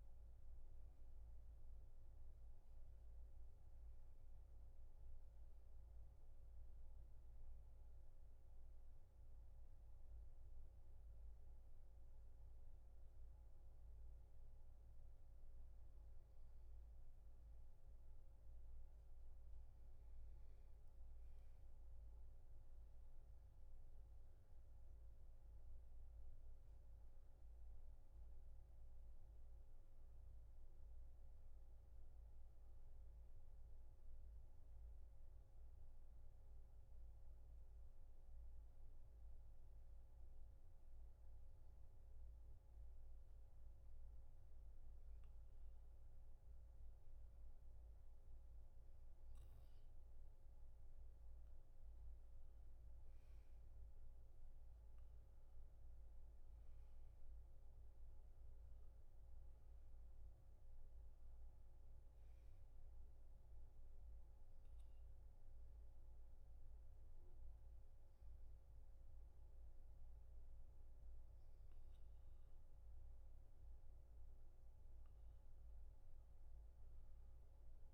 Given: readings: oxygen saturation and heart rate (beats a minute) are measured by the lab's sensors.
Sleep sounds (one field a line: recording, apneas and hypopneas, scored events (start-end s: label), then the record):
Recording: breathing in sleep, hard to hear, by a room microphone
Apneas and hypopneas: 3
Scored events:
3.00-77.94 s: new sleep stage, N2 (light sleep)
5.50-16.50 s: hypopnea (oxygen 96% before, 90% lowest, heart rate 77 before, 66 extreme, up 4 after)
19.00-23.00 s: arousal
22.00-41.00 s: oxygen desaturation (device-marked, oxygen 96% before, 91% lowest, heart rate 71 before, 63 extreme)
34.50-45.50 s: obstructive apnea (oxygen 96% before, 90% lowest, heart rate 71 before, 63 extreme, up 2 after)
50.00-53.50 s: arousal
52.00-73.00 s: oxygen desaturation (device-marked, oxygen 96% before, 90% lowest, heart rate 67 before, 67 extreme)
62.50-73.00 s: obstructive apnea (oxygen 96% before, 90% lowest, heart rate 67 before, 67 extreme, up 3 after)
75.50-77.94 s: arousal
From the record:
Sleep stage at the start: N1 (lightest sleep)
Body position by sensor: on the back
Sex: male